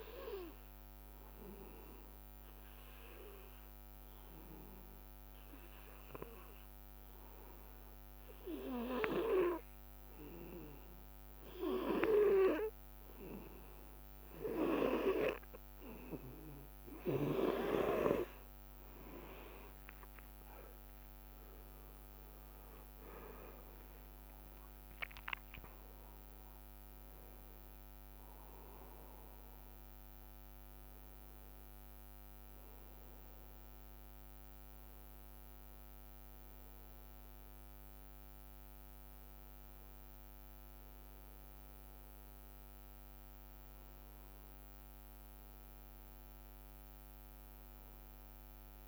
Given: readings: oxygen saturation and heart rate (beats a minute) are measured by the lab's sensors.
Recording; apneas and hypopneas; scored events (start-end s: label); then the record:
breathing in sleep by a microphone on the trachea; 1
1.00-15.50 s: obstructive apnea (oxygen 100% before, 92% lowest, heart rate 58 before, 38 extreme, up 7 after)
12.00-14.00 s: long interval between heartbeats (device-marked, heart rate 59 before, 59 extreme)
16.00-18.00 s: long interval between heartbeats (device-marked, heart rate 59 before, 47 extreme)
18.50-36.50 s: oxygen desaturation (device-marked, oxygen 99% before, 92% lowest, heart rate 57 before, 35 extreme)
20.50-25.00 s: arousal
21.50-23.50 s: long interval between heartbeats (device-marked, heart rate 55 before, 54 extreme)
From the record:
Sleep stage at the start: N2 (light sleep); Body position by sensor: on the back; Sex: male